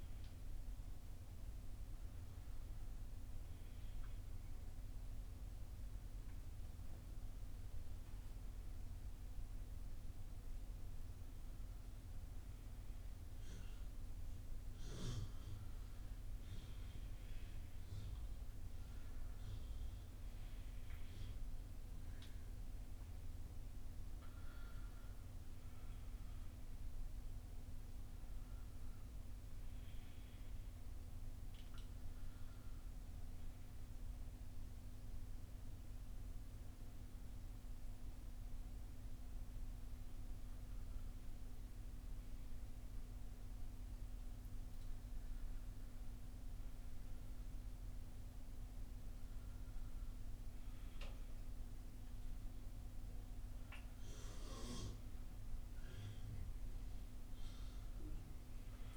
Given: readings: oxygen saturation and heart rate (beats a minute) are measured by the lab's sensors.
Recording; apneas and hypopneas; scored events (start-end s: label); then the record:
a person awake in a sleep study, hard to hear, by a room microphone; none
none scored
From the record:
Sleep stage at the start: awake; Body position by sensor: upright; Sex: male